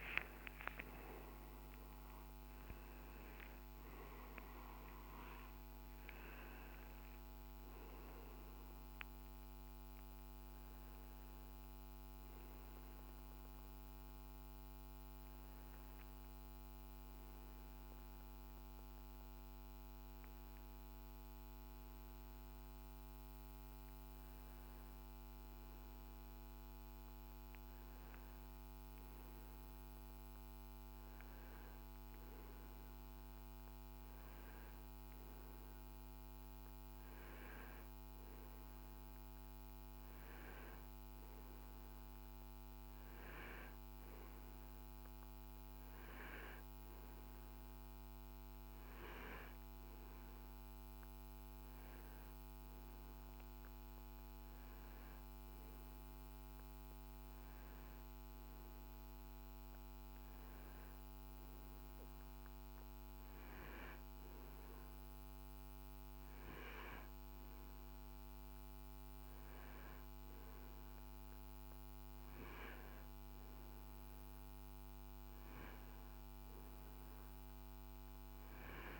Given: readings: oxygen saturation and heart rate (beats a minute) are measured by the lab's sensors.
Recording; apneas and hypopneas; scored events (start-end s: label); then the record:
a person partly awake in a sleep study, hard to hear, by a microphone on the trachea; 1
10.50-79.00 s: new sleep stage, N2 (light sleep)
13.50-24.50 s: hypopnea (oxygen 96% before, 93% lowest, heart rate 75 before, 55 extreme, up 7 after)
26.50-30.50 s: arousal
33.50-53.50 s: oxygen desaturation (device-marked, oxygen 96% before, 93% lowest, heart rate 59 before, 62 extreme)
From the record:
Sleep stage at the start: awake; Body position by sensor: on the right side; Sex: male